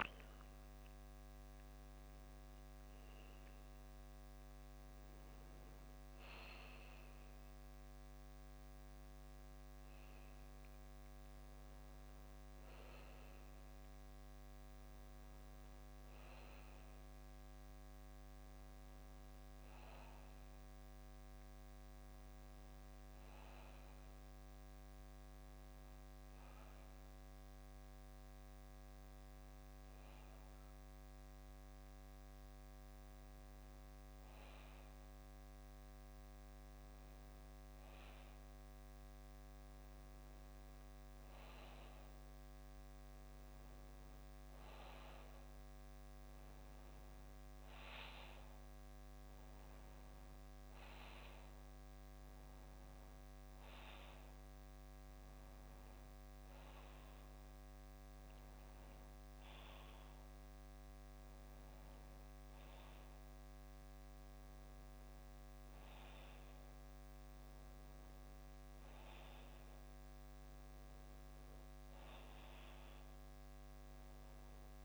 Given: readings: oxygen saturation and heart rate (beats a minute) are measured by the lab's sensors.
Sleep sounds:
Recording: breathing in sleep, hard to hear, by a microphone on the trachea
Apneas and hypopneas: none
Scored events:
64.50-74.84 s: new sleep stage, N2 (light sleep)
From the record:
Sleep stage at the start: N1 (lightest sleep)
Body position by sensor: on the back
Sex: male

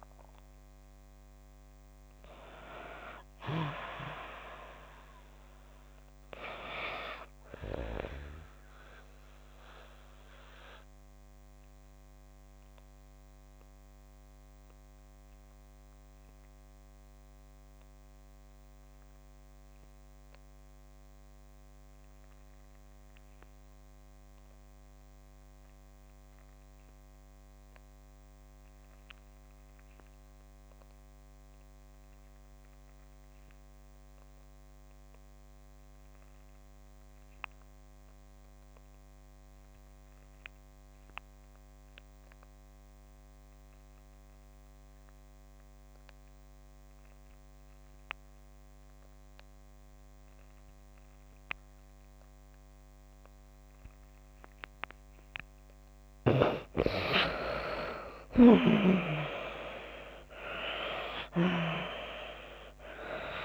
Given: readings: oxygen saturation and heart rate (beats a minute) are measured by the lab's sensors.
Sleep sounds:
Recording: breathing in sleep by a microphone on the trachea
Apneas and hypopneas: 1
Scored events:
0.00-19.50 s: oxygen desaturation (device-marked, oxygen 83% lowest)
8.50-55.00 s: obstructive apnea (oxygen 93% before, 79% lowest)
36.50-63.45 s: oxygen desaturation (device-marked, oxygen 98% before, 79% lowest)
60.00-63.45 s: arousal
From the record:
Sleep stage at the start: N2 (light sleep)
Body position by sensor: on the back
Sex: female

